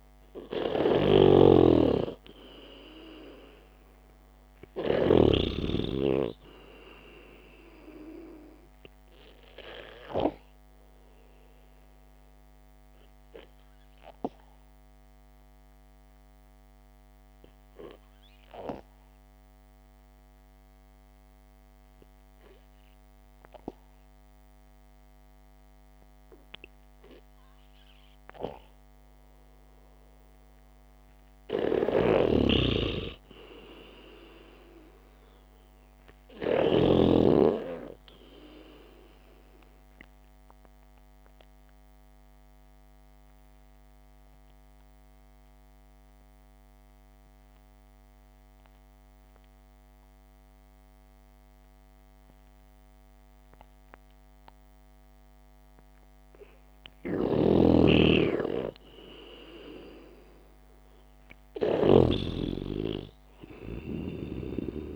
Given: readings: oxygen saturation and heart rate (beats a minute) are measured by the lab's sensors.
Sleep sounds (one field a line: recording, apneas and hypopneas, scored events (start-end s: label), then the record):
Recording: breathing in sleep by a microphone on the trachea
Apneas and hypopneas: 2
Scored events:
1.50-6.00 s: snoring (device-marked)
10.50-32.50 s: oxygen desaturation (device-marked, oxygen 97% before, 91% lowest, heart rate 61 before, 52 extreme)
12.00-29.50 s: obstructive apnea (oxygen 98% before, 89% lowest, heart rate 60 before, 52 extreme, up 3 after)
32.50-37.00 s: arousal
32.50-37.50 s: snoring (device-marked)
41.50-57.50 s: obstructive apnea (oxygen 96% before, 89% lowest, heart rate 60 before, 53 extreme, up 3 after)
57.50-62.50 s: snoring (device-marked)
58.50-64.96 s: oxygen desaturation (device-marked, oxygen 95% before, 91% lowest, heart rate 60 before, 54 extreme)
59.00-62.50 s: arousal
60.00-62.00 s: long interval between heartbeats (device-marked, heart rate 60 before, 60 extreme)
From the record:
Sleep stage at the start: N2 (light sleep)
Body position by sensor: on the back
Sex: male